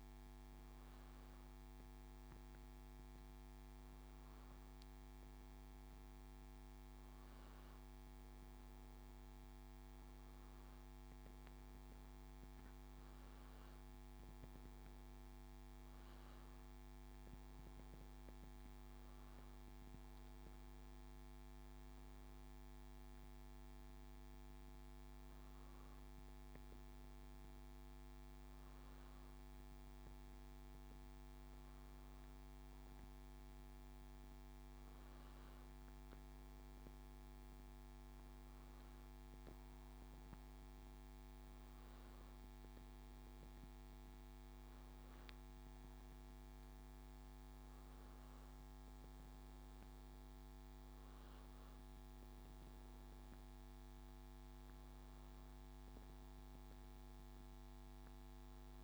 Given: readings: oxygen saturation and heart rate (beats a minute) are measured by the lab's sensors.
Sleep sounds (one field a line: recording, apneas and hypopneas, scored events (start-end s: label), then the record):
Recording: breathing in sleep, hard to hear, by a microphone on the trachea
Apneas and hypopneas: none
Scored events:
none scored
From the record:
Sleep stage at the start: N2 (light sleep)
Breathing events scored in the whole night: 145 in 4.9 hours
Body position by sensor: on the back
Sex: male